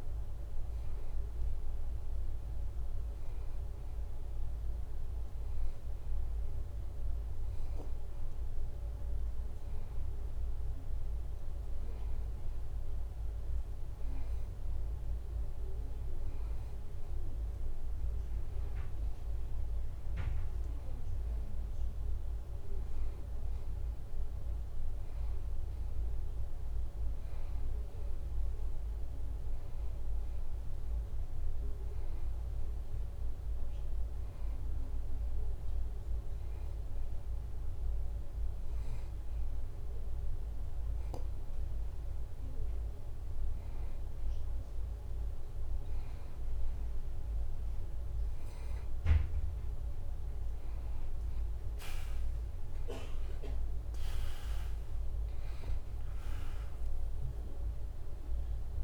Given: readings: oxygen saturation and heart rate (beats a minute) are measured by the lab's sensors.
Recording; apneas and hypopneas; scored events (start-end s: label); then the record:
breathing in sleep, hard to hear, by a room microphone; none
none scored
From the record:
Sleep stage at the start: N2 (light sleep); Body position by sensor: on the back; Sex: male